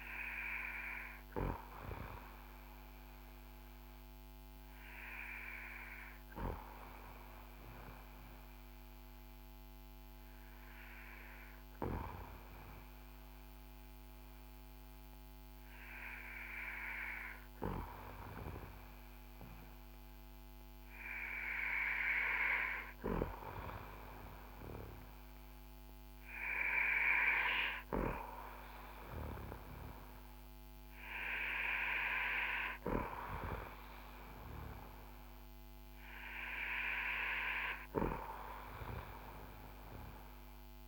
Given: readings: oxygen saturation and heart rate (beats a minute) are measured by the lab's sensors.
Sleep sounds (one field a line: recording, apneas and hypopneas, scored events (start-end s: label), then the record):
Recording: breathing in sleep by a microphone on the trachea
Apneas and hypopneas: 1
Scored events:
0.00-20.00 s: oxygen desaturation (device-marked, oxygen 92% lowest, heart rate 52 extreme)
1.50-22.00 s: obstructive apnea (oxygen 96% before, 92% lowest, heart rate 55 before, 52 extreme, up 5 after)
24.50-28.50 s: arousal
From the record:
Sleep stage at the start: N2 (light sleep)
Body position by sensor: on the back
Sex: male